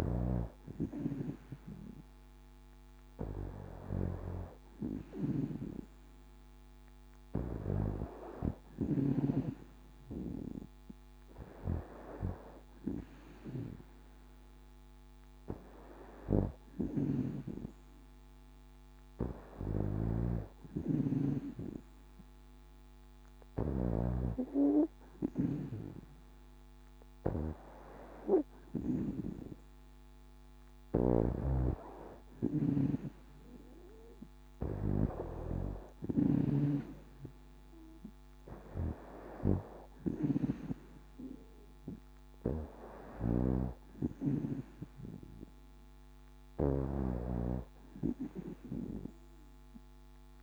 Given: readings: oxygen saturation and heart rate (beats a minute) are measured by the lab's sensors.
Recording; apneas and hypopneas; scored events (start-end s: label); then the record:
breathing in sleep by a microphone on the trachea; none
16.50-23.50 s: snoring (device-marked)
30.50-36.00 s: snoring (device-marked)
43.00-50.43 s: snoring (device-marked)
From the record:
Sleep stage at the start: N2 (light sleep); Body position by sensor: on the back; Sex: female